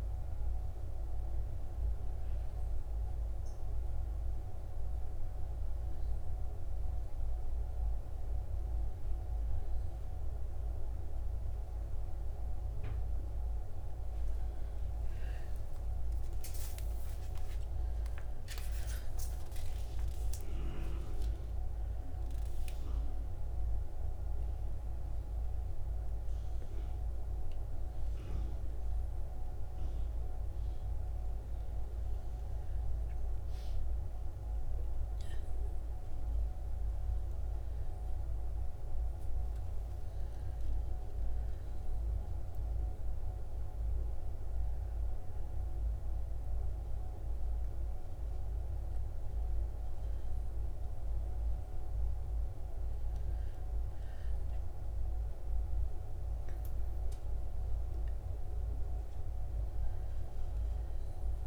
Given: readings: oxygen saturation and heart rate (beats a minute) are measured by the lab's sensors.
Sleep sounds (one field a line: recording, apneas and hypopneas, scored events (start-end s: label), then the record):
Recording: breathing in sleep, hard to hear, by a room microphone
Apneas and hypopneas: none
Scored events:
18.00-23.00 s: arousal
36.00-61.47 s: new sleep stage, N2 (light sleep)
From the record:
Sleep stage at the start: N1 (lightest sleep)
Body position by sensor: on the back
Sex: female